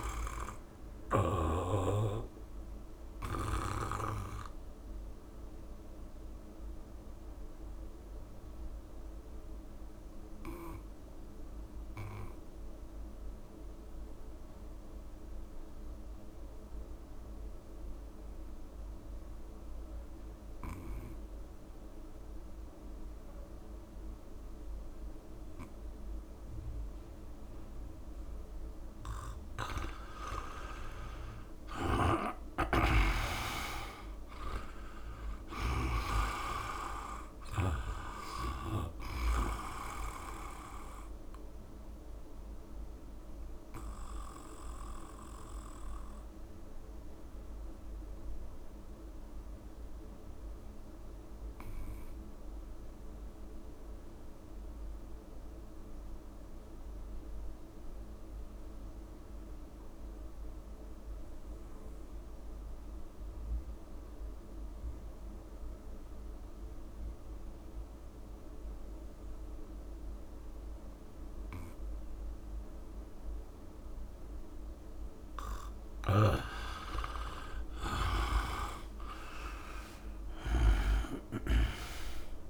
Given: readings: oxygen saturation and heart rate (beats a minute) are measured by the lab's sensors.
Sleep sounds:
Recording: breathing in sleep by a room microphone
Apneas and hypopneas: 2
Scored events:
0.00-25.00 s: oxygen desaturation (device-marked, oxygen 83% lowest, heart rate 67 extreme)
3.00-82.50 s: new sleep stage, REM sleep
5.00-29.00 s: obstructive apnea (oxygen 99% before, 83% lowest, heart rate 68 before, 67 extreme, up 12 after)
30.50-35.50 s: arousal
32.00-55.00 s: oxygen desaturation (device-marked, oxygen 97% before, 84% lowest, heart rate 69 before, 66 extreme)
32.50-39.50 s: snoring (device-marked)
35.50-37.50 s: long interval between heartbeats (device-marked, heart rate 70 before, 81 extreme)
41.50-74.50 s: obstructive apnea (oxygen 97% before, 83% lowest, heart rate 74 before, 53 extreme, up 8 after)
70.00-82.50 s: oxygen desaturation (device-marked, oxygen 99% before, 83% lowest, heart rate 68 before, 53 extreme)
77.50-82.50 s: arousal
From the record:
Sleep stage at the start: N2 (light sleep)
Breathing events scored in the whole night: 317 in 3.9 hours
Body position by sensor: on the back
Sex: male

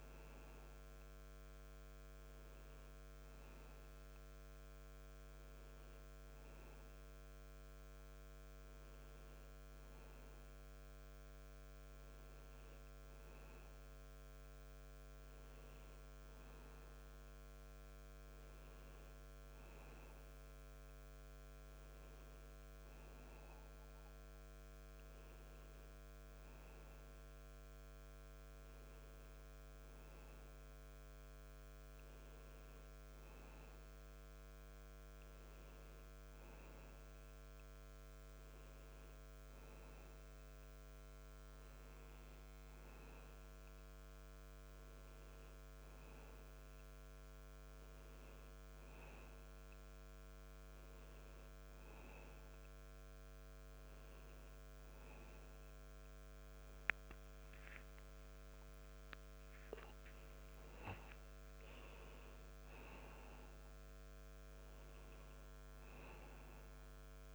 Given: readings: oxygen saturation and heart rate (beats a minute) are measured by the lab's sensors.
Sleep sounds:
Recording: a person partly awake in a sleep study, hard to hear, by a microphone on the trachea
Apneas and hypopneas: none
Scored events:
43.50-67.34 s: new sleep stage, awake
From the record:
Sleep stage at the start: N1 (lightest sleep)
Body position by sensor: on the back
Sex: male

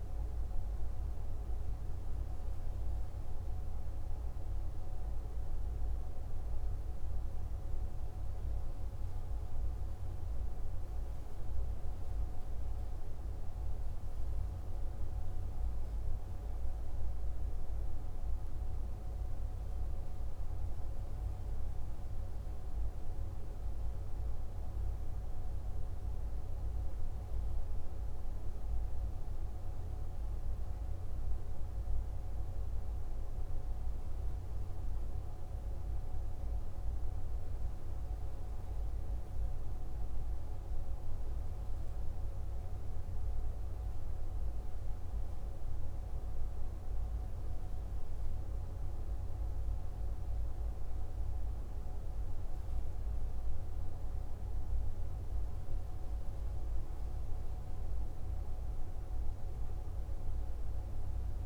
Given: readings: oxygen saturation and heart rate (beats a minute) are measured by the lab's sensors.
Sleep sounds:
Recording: breathing in sleep, hard to hear, by a room microphone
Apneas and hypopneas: none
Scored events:
none scored
From the record:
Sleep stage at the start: N2 (light sleep)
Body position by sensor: on the left side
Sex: male

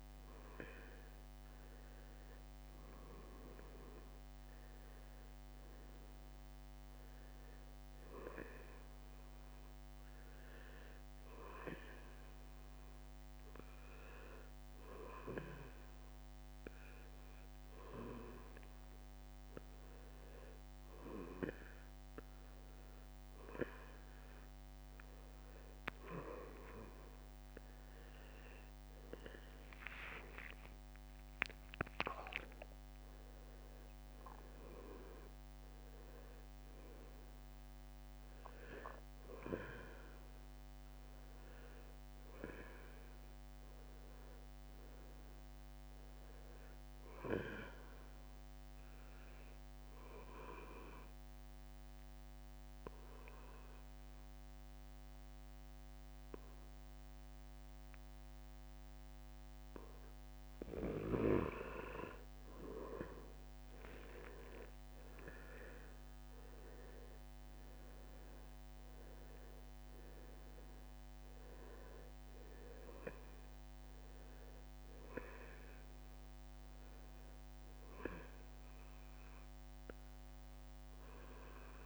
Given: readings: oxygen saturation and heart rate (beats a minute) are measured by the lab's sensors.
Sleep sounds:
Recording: breathing in sleep by a microphone on the trachea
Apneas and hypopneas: 1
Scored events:
28.50-30.50 s: leg movement (device-marked)
29.00-32.50 s: arousal
29.00-42.00 s: drop in pulse transit time (device-marked, heart rate 66 before, 65 extreme)
42.00-45.50 s: leg movement (device-marked)
51.00-61.50 s: obstructive apnea (oxygen 96% before, 92% lowest, heart rate 69 before, 64 extreme, up 5 after)
63.00-67.00 s: arousal
64.00-67.50 s: leg movement (device-marked)
64.00-76.00 s: drop in pulse transit time (device-marked, heart rate 67 before, 68 extreme)
67.00-81.86 s: oxygen desaturation (device-marked, oxygen 96% before, 92% lowest, heart rate 67 before, 64 extreme)
From the record:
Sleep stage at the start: N2 (light sleep)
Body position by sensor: on the back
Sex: male

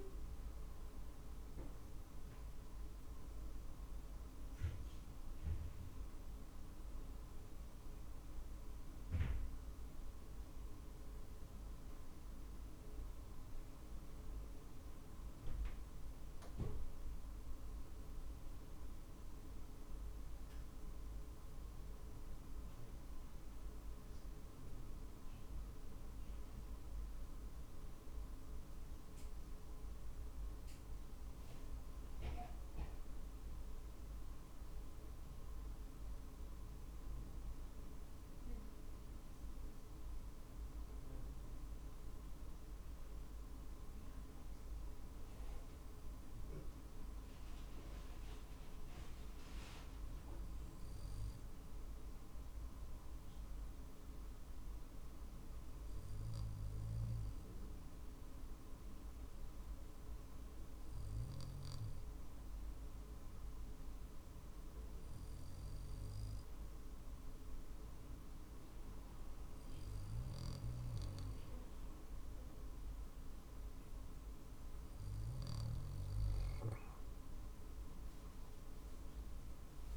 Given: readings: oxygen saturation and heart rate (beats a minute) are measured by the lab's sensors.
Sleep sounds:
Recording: breathing in sleep, hard to hear, by a room microphone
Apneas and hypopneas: 1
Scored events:
49.50-74.50 s: obstructive apnea (oxygen 97% before, 92% lowest, heart rate 48 before, 46 extreme, up 4 after)
77.50-79.97 s: arousal
From the record:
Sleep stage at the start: N2 (light sleep)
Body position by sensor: on the back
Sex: male

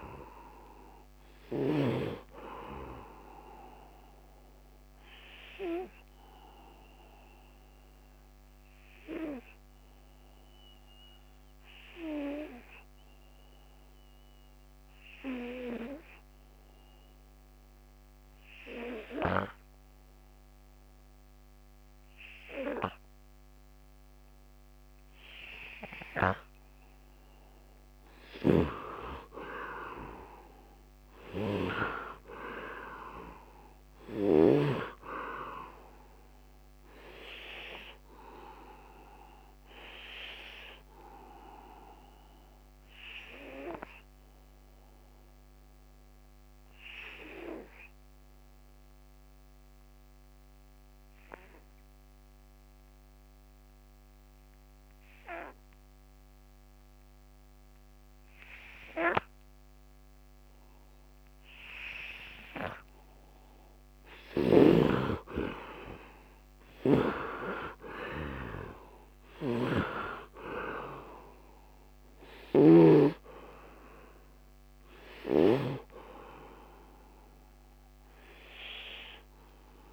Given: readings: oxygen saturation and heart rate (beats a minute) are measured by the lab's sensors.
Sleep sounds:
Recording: breathing in sleep by a microphone on the trachea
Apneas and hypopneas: 2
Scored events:
0.00-24.00 s: oxygen desaturation (device-marked, oxygen 68% lowest, heart rate 70 extreme)
5.50-26.00 s: obstructive apnea (oxygen 88% before, 68% lowest, heart rate 80 before, 68 extreme, up 9 after)
26.00-49.00 s: oxygen desaturation (device-marked, oxygen 100% before, 79% lowest, heart rate 74 before, 68 extreme)
28.00-34.50 s: snoring (device-marked)
28.50-32.50 s: arousal
38.00-63.50 s: obstructive apnea (oxygen 100% before, 75% lowest, heart rate 77 before, 68 extreme, up 11 after)
57.00-79.93 s: oxygen desaturation (device-marked, oxygen 99% before, 75% lowest, heart rate 73 before, 71 extreme)
66.00-70.50 s: arousal
69.00-75.50 s: snoring (device-marked)
From the record:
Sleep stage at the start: N2 (light sleep)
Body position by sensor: on the right side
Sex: male

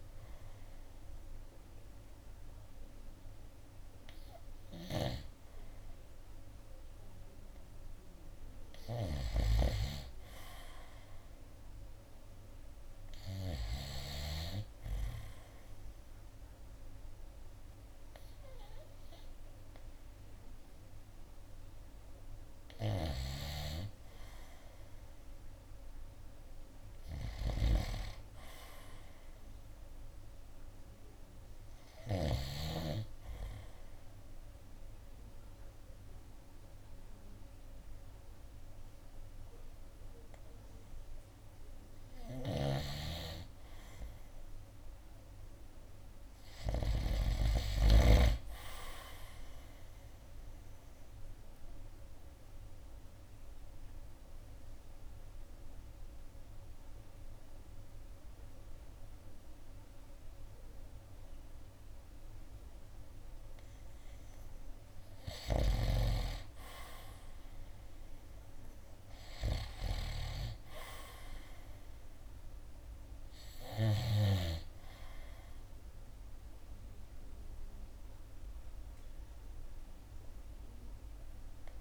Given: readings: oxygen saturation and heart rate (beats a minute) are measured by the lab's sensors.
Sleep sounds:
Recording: breathing in sleep by a room microphone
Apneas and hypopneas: 1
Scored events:
5.00-9.50 s: snoring (device-marked)
23.00-32.50 s: snoring (device-marked)
36.00-45.00 s: oxygen desaturation (device-marked, oxygen 95% before, 92% lowest, heart rate 65 before, 59 extreme)
42.50-47.50 s: snoring (device-marked)
50.00-64.50 s: obstructive apnea (oxygen 95% before, 89% lowest, heart rate 65 before, 58 extreme, up 9 after)
55.00-73.00 s: oxygen desaturation (device-marked, oxygen 94% before, 90% lowest, heart rate 66 before, 58 extreme)
66.50-69.50 s: arousal
78.00-81.81 s: oxygen desaturation (device-marked, oxygen 96% before, 89% lowest, heart rate 63 before, 61 extreme)
From the record:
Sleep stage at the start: N2 (light sleep)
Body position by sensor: on the right side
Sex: male

